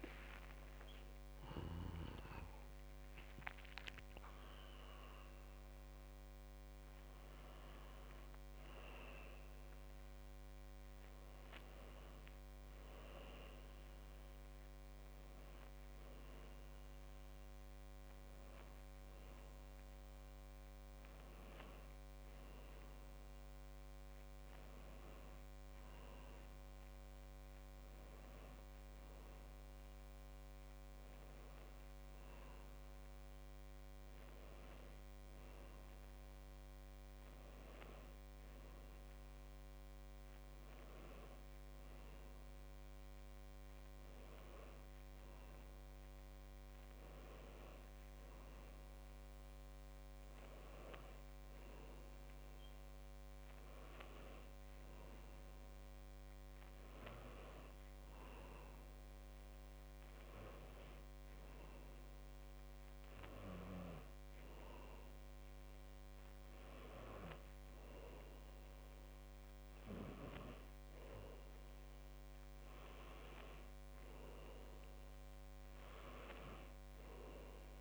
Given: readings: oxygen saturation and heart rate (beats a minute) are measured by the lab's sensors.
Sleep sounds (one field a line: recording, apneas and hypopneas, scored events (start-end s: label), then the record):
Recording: a person awake in a sleep study, by a microphone on the trachea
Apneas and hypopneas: none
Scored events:
none scored
From the record:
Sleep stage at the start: awake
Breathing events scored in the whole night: 264 in 3.9 hours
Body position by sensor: on the back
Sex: female